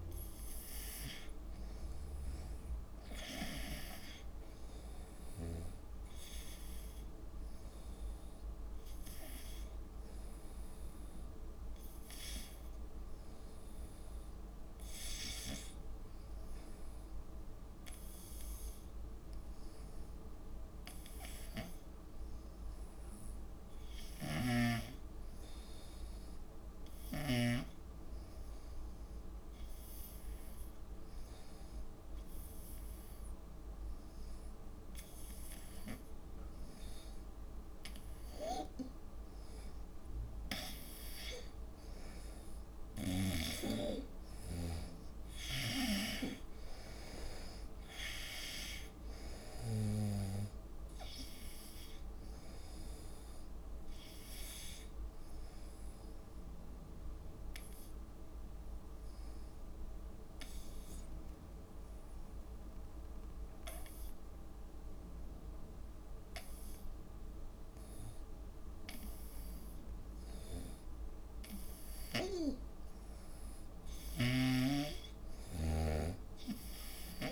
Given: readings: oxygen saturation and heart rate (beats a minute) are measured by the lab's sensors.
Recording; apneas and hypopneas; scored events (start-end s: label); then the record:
breathing in sleep by a room microphone; 2
0.00-13.50 s: oxygen desaturation (device-marked, oxygen 90% lowest, heart rate 65 extreme)
10.50-37.00 s: hypopnea (oxygen 95% before, 89% lowest, heart rate 71 before, 65 extreme, up 6 after)
21.50-25.00 s: snoring (device-marked)
31.50-63.50 s: oxygen desaturation (device-marked, oxygen 95% before, 90% lowest, heart rate 67 before, 67 extreme)
39.50-43.00 s: arousal
45.50-50.00 s: snoring (device-marked)
56.00-70.00 s: obstructive apnea (oxygen 94% before, 89% lowest, heart rate 71 before, 67 extreme, up 6 after)
73.00-76.50 s: arousal
From the record:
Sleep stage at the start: N2 (light sleep); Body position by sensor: on the right side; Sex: female